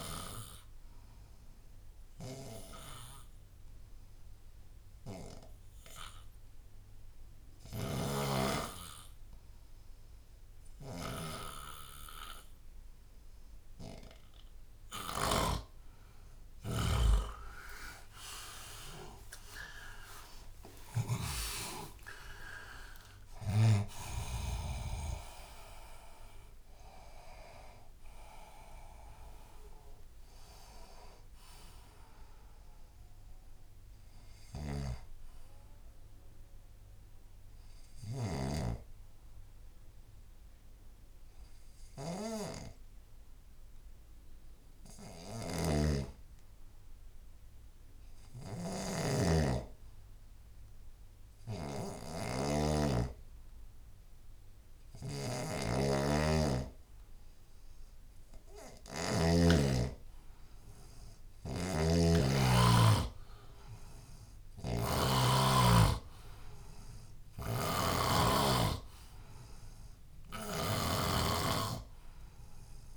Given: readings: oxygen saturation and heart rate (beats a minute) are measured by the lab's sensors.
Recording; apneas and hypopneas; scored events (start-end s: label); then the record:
breathing in sleep by a room microphone; 2
3.50-15.00 s: obstructive apnea (oxygen 98% before, 90% lowest, heart rate 74 before, 54 extreme, up 39 after)
7.50-15.50 s: snoring (device-marked)
8.50-12.50 s: bradycardia (device-marked, heart rate 77 before, 54 extreme)
18.00-23.50 s: arousal
32.50-37.50 s: oxygen desaturation (device-marked, oxygen 94% before, 90% lowest, heart rate 84 before, 75 extreme)
34.50-38.50 s: snoring (device-marked)
37.00-50.50 s: hypopnea (oxygen 95% before, 90% lowest, heart rate 90 before, 74 extreme, up 4 after)
45.00-59.50 s: snoring (device-marked)
52.50-56.00 s: arousal
60.50-72.97 s: oxygen desaturation (device-marked, oxygen 99% before, 90% lowest, heart rate 79 before, 69 extreme)
61.50-65.00 s: snoring (device-marked)
67.00-72.97 s: snoring (device-marked)
From the record:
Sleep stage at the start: N2 (light sleep); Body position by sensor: on the left side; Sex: male